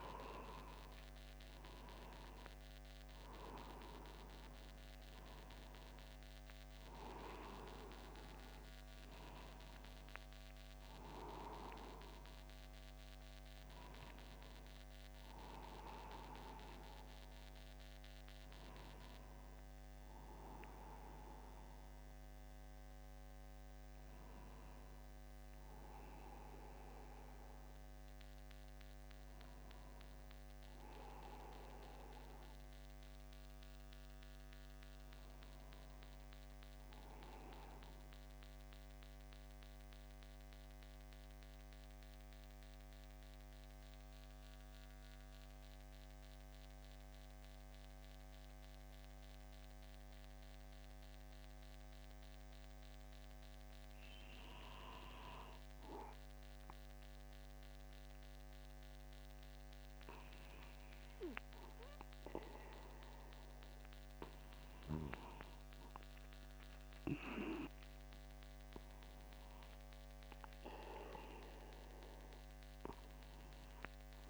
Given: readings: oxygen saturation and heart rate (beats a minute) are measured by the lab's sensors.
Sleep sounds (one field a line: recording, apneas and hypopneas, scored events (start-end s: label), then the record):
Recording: breathing in sleep by a microphone on the trachea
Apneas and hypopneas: 1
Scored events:
0.00-1.50 s: arousal
31.00-35.00 s: arousal
38.50-53.50 s: central apnea (oxygen 94% before, 93% lowest, heart rate 51 before, 49 extreme, up 0 after)
57.00-61.00 s: arousal
From the record:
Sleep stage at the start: N2 (light sleep)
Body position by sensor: upright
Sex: male